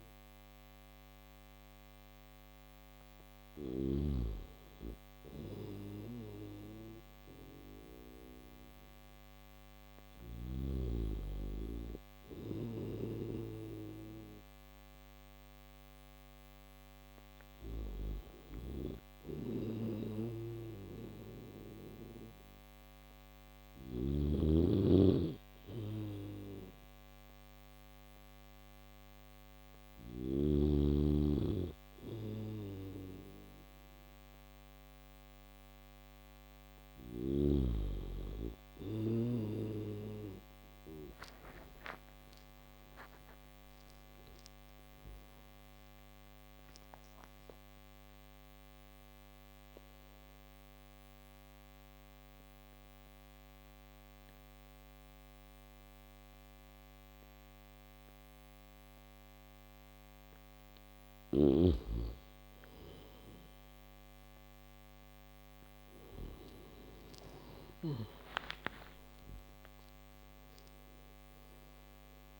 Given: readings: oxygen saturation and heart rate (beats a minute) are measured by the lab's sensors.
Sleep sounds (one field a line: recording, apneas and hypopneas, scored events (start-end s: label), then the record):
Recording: breathing in sleep by a microphone on the trachea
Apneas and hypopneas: none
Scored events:
12.00-23.50 s: snoring (device-marked)
69.00-72.40 s: oxygen desaturation (device-marked, oxygen 97% before, 91% lowest)
From the record:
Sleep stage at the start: N1 (lightest sleep)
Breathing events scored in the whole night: 29 in 6.0 hours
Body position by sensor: on the back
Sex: male